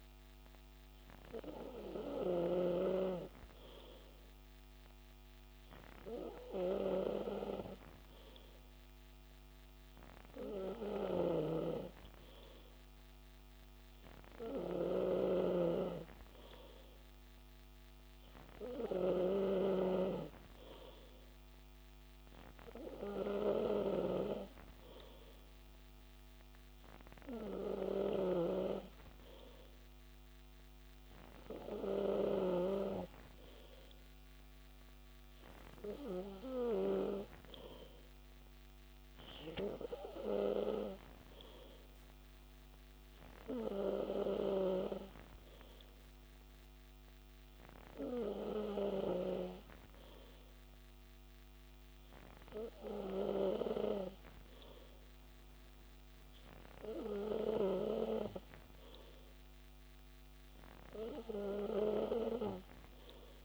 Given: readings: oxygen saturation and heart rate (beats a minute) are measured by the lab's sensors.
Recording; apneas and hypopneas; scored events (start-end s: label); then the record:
breathing in sleep by a microphone on the trachea; none
none scored
From the record:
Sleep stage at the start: N2 (light sleep); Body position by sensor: on the back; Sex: male